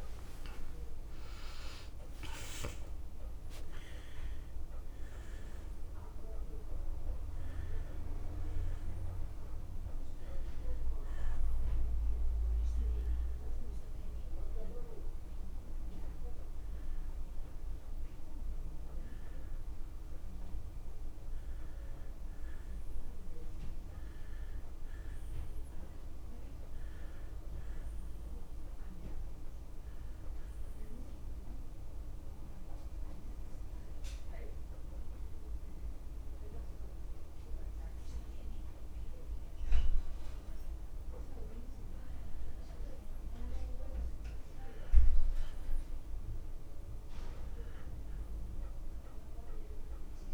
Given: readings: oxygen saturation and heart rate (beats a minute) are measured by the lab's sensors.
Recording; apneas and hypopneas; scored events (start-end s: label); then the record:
a person partly awake in a sleep study, by a room microphone; 1
0.00-27.00 s: oxygen desaturation (device-marked, oxygen 85% lowest)
2.50-4.50 s: long interval between heartbeats (device-marked, heart rate 38 before, 66 extreme)
7.00-9.00 s: long interval between heartbeats (device-marked, heart rate 53 before, 38 extreme)
9.00-11.00 s: long interval between heartbeats (device-marked, heart rate 57 before, 28 extreme)
17.50-19.50 s: long interval between heartbeats (device-marked)
18.00-48.00 s: new sleep stage, N1 (lightest sleep)
21.50-23.50 s: long interval between heartbeats (device-marked, heart rate 37 before, 43 extreme)
27.00-29.00 s: long interval between heartbeats (device-marked)
31.50-42.00 s: central apnea (oxygen 99% before, 87% lowest)
37.50-39.50 s: long interval between heartbeats (device-marked)
44.50-47.00 s: arousal
48.00-50.34 s: new sleep stage, N2 (light sleep)
From the record:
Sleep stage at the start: awake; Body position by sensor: on the back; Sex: male